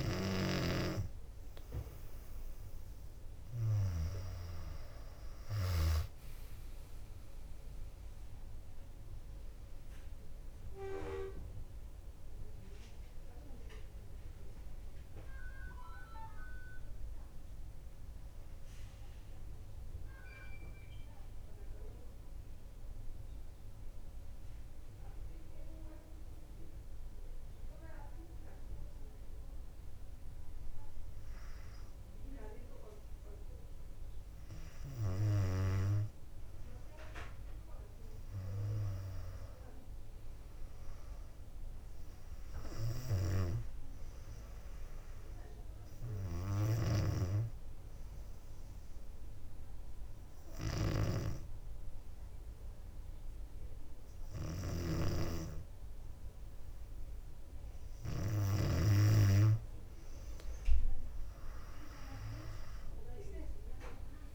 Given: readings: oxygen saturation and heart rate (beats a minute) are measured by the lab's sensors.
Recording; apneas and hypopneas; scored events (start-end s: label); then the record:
breathing in sleep by a room microphone; 2
0.00-6.00 s: snoring (device-marked)
8.00-11.50 s: arousal
23.00-35.50 s: hypopnea (oxygen 97% before, 94% lowest, heart rate 64 before, 57 extreme, up 5 after)
38.50-42.00 s: arousal
42.50-56.50 s: oxygen desaturation (device-marked, oxygen 99% before, 96% lowest, heart rate 59 before, 61 extreme)
43.00-58.50 s: snoring (device-marked)
48.50-59.00 s: obstructive apnea (oxygen 99% before, 94% lowest, heart rate 60 before, 60 extreme, up 3 after)
61.50-64.35 s: arousal
From the record:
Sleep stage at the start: N2 (light sleep); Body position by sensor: on the back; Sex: female